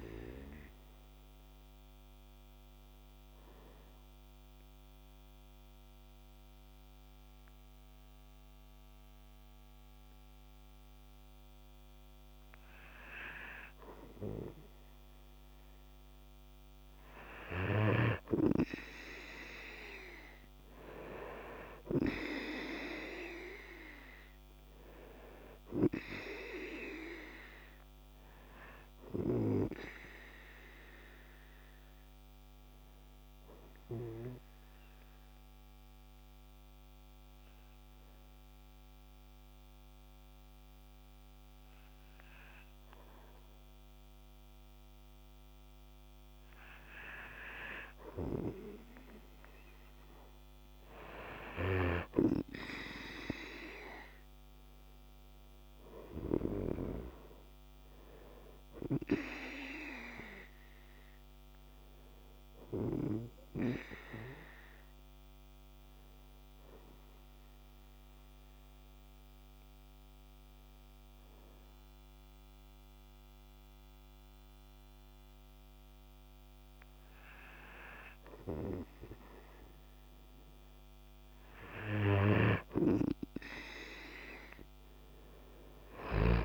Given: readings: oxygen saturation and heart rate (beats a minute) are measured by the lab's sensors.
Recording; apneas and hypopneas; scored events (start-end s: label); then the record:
breathing in sleep by a microphone on the trachea; 3
1.00-12.50 s: obstructive apnea (oxygen 97% before, 92% lowest, heart rate 52 before, 48 extreme, up 5 after)
15.50-18.00 s: arousal
35.00-48.00 s: obstructive apnea (oxygen 97% before, 92% lowest, heart rate 53 before, 49 extreme, up 3 after)
40.50-50.50 s: oxygen desaturation (device-marked, oxygen 97% before, 92% lowest, heart rate 52 before, 49 extreme)
50.00-53.50 s: arousal
52.00-57.00 s: snoring (device-marked)
66.00-76.50 s: hypopnea (oxygen 97% before, 92% lowest, heart rate 52 before, 48 extreme, up 4 after)
78.50-81.00 s: arousal
78.50-85.50 s: oxygen desaturation (device-marked, oxygen 96% before, 92% lowest, heart rate 51 before, 48 extreme)
82.50-86.45 s: snoring (device-marked)
From the record:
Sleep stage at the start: N2 (light sleep); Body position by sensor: on the right side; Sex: male